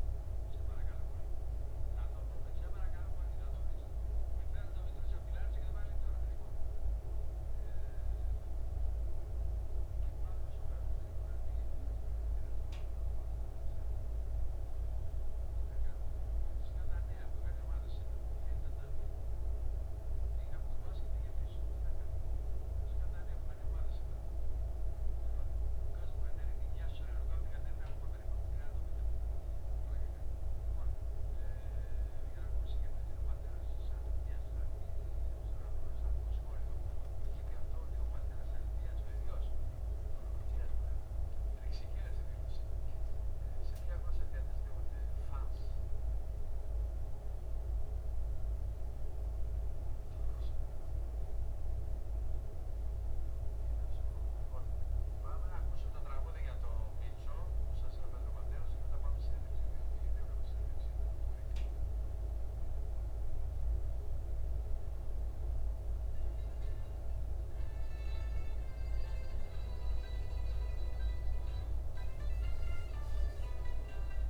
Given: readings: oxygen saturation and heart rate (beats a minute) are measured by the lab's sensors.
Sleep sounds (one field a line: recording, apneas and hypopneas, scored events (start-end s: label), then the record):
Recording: breathing in sleep, hard to hear, by a room microphone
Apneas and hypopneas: 1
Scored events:
16.50-19.00 s: arousal
21.50-34.50 s: hypopnea (oxygen 97% before, 95% lowest, heart rate 66 before, 65 extreme, up 0 after)
37.00-40.50 s: arousal
From the record:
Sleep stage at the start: N2 (light sleep)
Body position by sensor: on the back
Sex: male